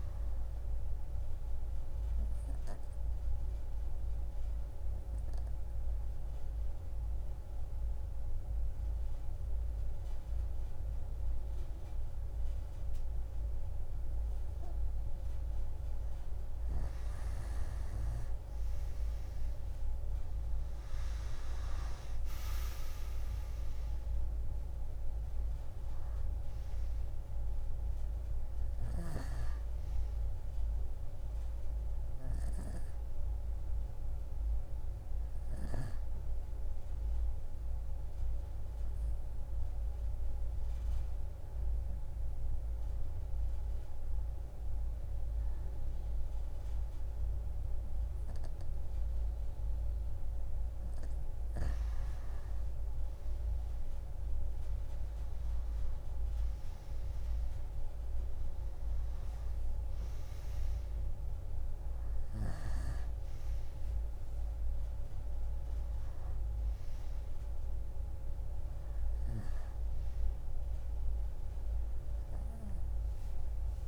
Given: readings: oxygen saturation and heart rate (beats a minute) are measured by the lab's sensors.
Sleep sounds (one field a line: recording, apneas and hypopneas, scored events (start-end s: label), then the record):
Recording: breathing in sleep by a room microphone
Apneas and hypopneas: 2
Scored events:
2.50-15.50 s: obstructive apnea (oxygen 98% before, 88% lowest)
18.00-23.00 s: arousal
19.00-42.00 s: oxygen desaturation (device-marked, oxygen 94% before, 88% lowest)
37.00-49.50 s: obstructive apnea (oxygen 94% before, 88% lowest)
52.00-56.00 s: arousal
60.00-73.88 s: oxygen desaturation (device-marked, oxygen 99% before, 91% lowest)
From the record:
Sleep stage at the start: N2 (light sleep)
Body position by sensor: on the right side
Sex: female